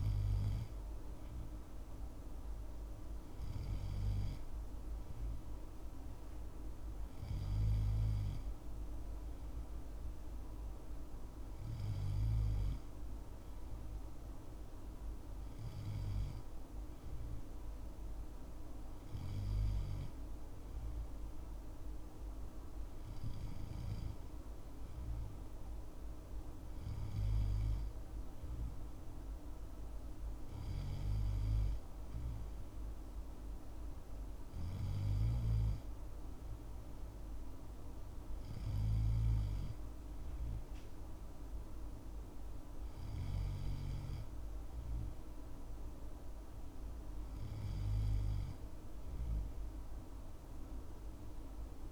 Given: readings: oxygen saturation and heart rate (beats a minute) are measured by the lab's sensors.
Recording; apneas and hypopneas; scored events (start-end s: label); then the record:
breathing in sleep, hard to hear, by a room microphone; none
none scored
From the record:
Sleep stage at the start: N2 (light sleep); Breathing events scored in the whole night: 228 in 4.7 hours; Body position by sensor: on the left side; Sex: male